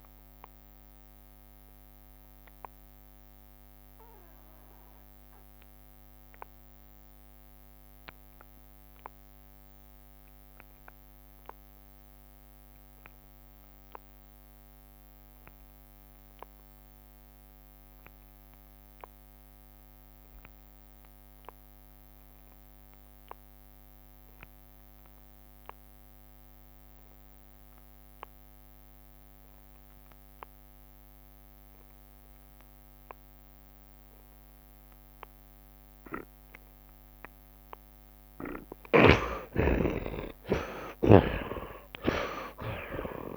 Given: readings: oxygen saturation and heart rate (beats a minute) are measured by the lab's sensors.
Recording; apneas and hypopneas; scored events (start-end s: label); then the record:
breathing in sleep by a microphone on the trachea; 1
0.00-17.50 s: oxygen desaturation (device-marked, oxygen 55% lowest, heart rate 39 extreme)
0.50-2.50 s: long interval between heartbeats (device-marked, heart rate 82 before, 73 extreme)
0.50-38.50 s: mixed apnea (oxygen 83% before, 51% lowest, heart rate 82 before, 39 extreme, up 60 after)
3.50-5.50 s: long interval between heartbeats (device-marked, heart rate 86 before, 63 extreme)
19.50-21.50 s: long interval between heartbeats (device-marked, heart rate 72 before, 75 extreme)
19.50-43.37 s: oxygen desaturation (device-marked, oxygen 78% before, 51% lowest, heart rate 72 before, 39 extreme)
22.50-24.50 s: long interval between heartbeats (device-marked, heart rate 71 before, 75 extreme)
24.50-37.50 s: bradycardia (device-marked, heart rate 81 before, 39 extreme)
26.00-28.00 s: long interval between heartbeats (device-marked, heart rate 71 before, 63 extreme)
34.50-36.50 s: long interval between heartbeats (device-marked, heart rate 66 before, 48 extreme)
39.00-41.00 s: long interval between heartbeats (device-marked, heart rate 60 before, 52 extreme)
40.00-43.37 s: arousal
41.00-43.00 s: long interval between heartbeats (device-marked, heart rate 57 before, 67 extreme)
From the record:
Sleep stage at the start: N2 (light sleep); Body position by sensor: on the right side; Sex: male